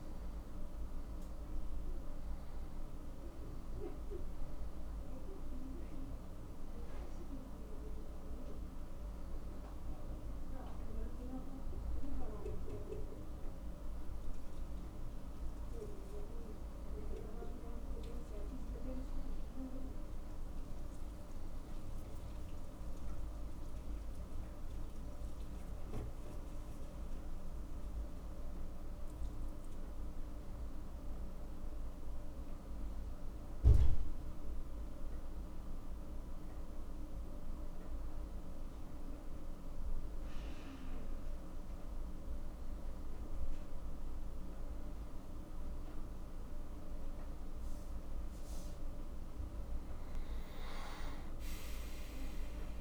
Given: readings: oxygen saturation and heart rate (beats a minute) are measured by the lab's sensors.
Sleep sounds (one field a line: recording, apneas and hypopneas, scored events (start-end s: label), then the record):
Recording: breathing in sleep by a room microphone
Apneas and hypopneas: none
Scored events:
none scored
From the record:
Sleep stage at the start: N1 (lightest sleep)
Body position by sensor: on the back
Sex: male